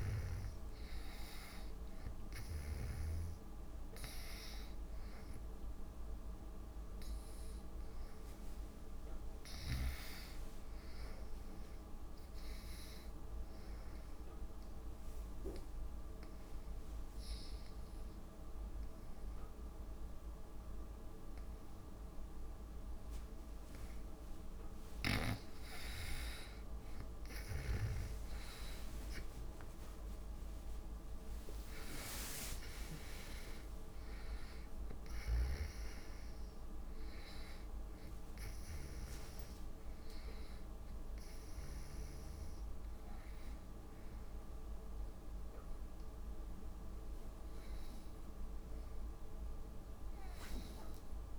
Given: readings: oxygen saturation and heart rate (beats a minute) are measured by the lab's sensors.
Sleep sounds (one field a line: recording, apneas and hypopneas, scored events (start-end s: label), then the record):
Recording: breathing in sleep by a room microphone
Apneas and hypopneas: 1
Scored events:
0.00-4.00 s: oxygen desaturation (device-marked, oxygen 88% lowest)
14.00-25.50 s: obstructive apnea (oxygen 96% before, 80% lowest)
28.50-32.50 s: arousal
29.00-51.39 s: oxygen desaturation (device-marked, oxygen 94% before, 80% lowest)
From the record:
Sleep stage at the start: N2 (light sleep)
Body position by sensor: on the back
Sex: female